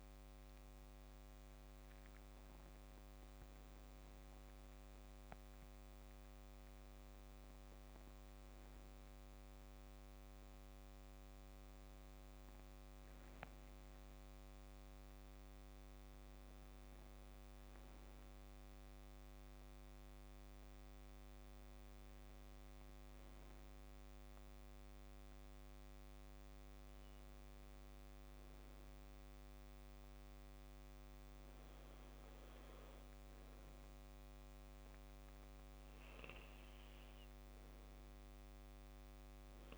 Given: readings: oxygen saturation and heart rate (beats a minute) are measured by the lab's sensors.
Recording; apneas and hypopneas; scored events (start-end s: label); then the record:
breathing in sleep, hard to hear, by a microphone on the trachea; none
none scored
From the record:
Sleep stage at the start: N2 (light sleep); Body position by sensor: on the back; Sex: male